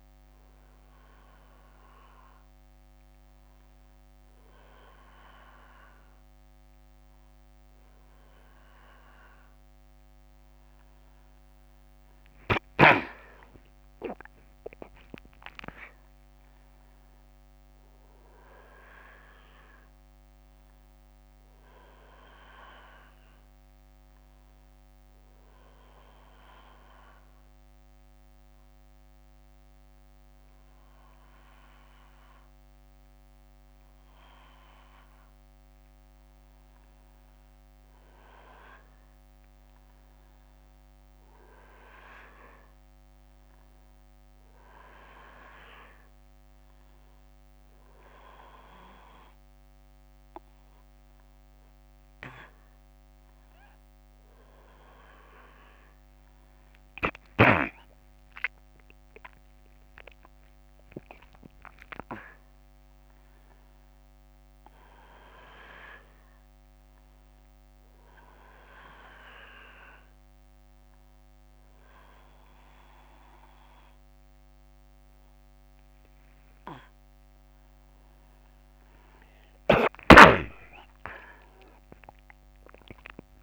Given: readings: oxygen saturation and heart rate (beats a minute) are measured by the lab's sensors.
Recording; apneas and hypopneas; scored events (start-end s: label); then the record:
a person partly awake in a sleep study, by a microphone on the trachea; 1
11.50-15.50 s: arousal
24.50-35.00 s: obstructive apnea (oxygen 97% before, 94% lowest, heart rate 70 before, 65 extreme, up 5 after)
56.00-83.43 s: new sleep stage, awake
From the record:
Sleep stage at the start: N1 (lightest sleep); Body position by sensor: on the back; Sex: male